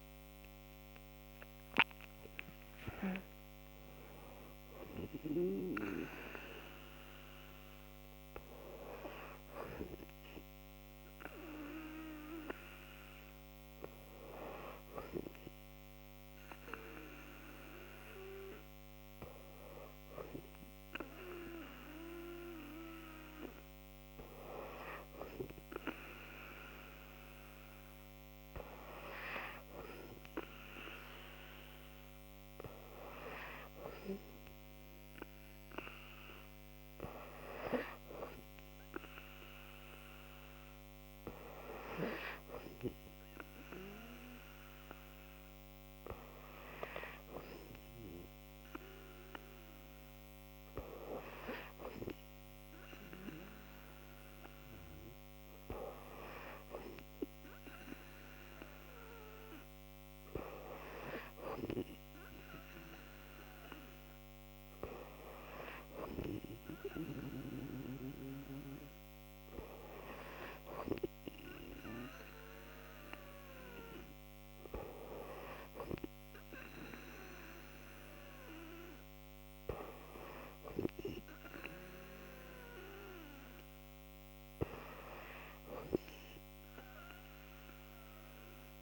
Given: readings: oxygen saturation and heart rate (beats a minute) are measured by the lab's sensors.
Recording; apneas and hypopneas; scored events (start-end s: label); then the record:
breathing in sleep by a microphone on the trachea; none
none scored
From the record:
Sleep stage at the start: N2 (light sleep); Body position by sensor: on the back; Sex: female